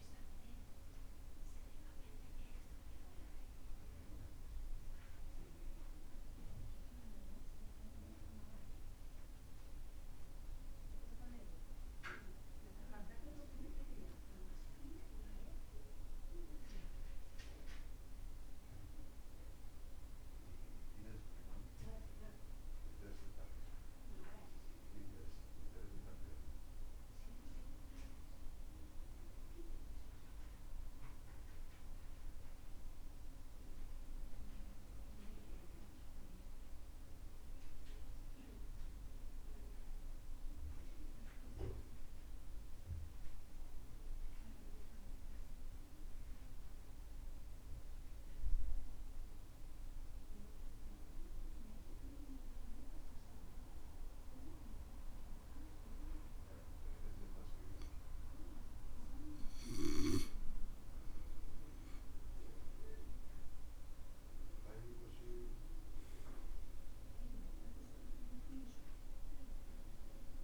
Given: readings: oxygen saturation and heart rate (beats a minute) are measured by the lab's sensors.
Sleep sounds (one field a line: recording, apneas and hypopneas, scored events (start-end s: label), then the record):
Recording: breathing in sleep by a room microphone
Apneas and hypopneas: 1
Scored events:
0.00-1.50 s: oxygen desaturation (device-marked, oxygen 86% lowest, heart rate 63 extreme)
31.00-36.00 s: arousal
42.50-59.50 s: mixed apnea (oxygen 99% before, 90% lowest, heart rate 68 before, 65 extreme, up 9 after)
62.50-67.50 s: arousal
From the record:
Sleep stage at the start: N2 (light sleep)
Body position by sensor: on the back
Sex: male